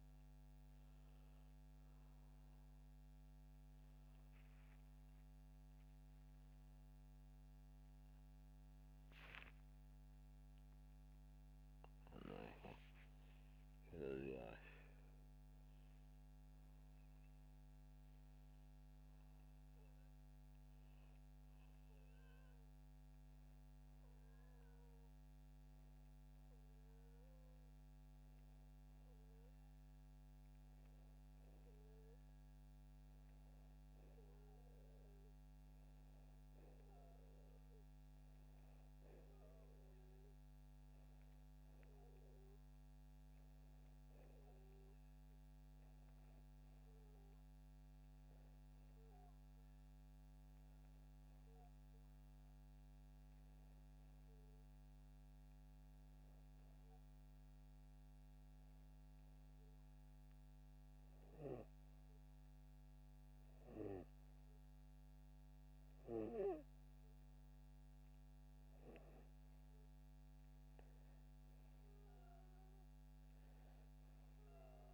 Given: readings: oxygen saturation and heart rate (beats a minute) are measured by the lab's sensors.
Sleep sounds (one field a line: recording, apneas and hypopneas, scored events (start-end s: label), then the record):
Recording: breathing in sleep by a microphone on the trachea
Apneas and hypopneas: 1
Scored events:
17.00-32.00 s: hypopnea (oxygen 98% before, 93% lowest, heart rate 80 before, 73 extreme, up 0 after)
21.00-74.93 s: new sleep stage, N2 (light sleep)
28.00-58.00 s: oxygen desaturation (device-marked, oxygen 98% before, 94% lowest, heart rate 79 before, 73 extreme)
33.50-38.00 s: arousal
From the record:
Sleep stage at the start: N1 (lightest sleep)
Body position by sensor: upright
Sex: male